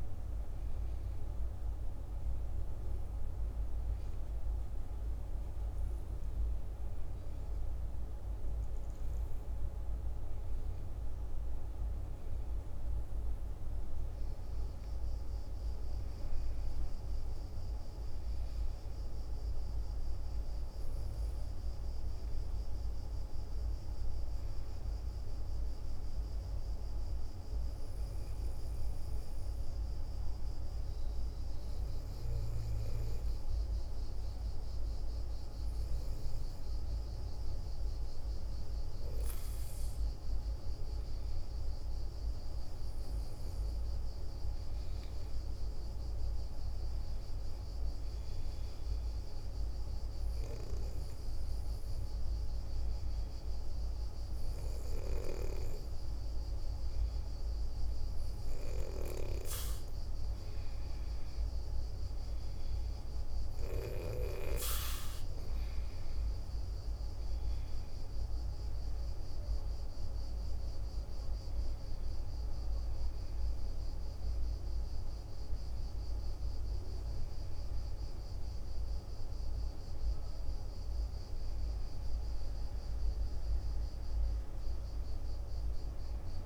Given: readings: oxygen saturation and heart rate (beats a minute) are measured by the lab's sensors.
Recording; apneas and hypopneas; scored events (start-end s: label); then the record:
breathing in sleep, hard to hear, by a room microphone; none
none scored
From the record:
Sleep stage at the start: N2 (light sleep); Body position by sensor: on the back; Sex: male